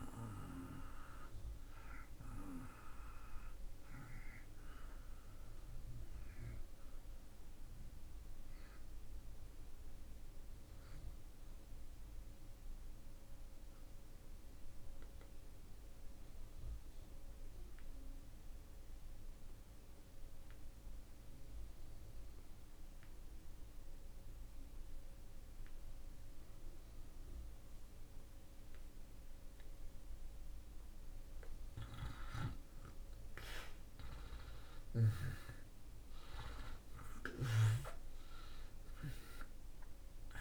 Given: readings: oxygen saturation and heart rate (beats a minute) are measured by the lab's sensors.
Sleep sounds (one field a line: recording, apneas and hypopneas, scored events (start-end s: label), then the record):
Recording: breathing in sleep by a room microphone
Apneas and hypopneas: 1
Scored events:
0.00-18.00 s: oxygen desaturation (device-marked, oxygen 80% lowest)
9.00-30.00 s: obstructive apnea (oxygen 95% before, 76% lowest)
31.00-40.41 s: oxygen desaturation (device-marked, oxygen 96% before, 76% lowest)
33.00-37.00 s: arousal
From the record:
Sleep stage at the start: N2 (light sleep)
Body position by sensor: on the back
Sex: male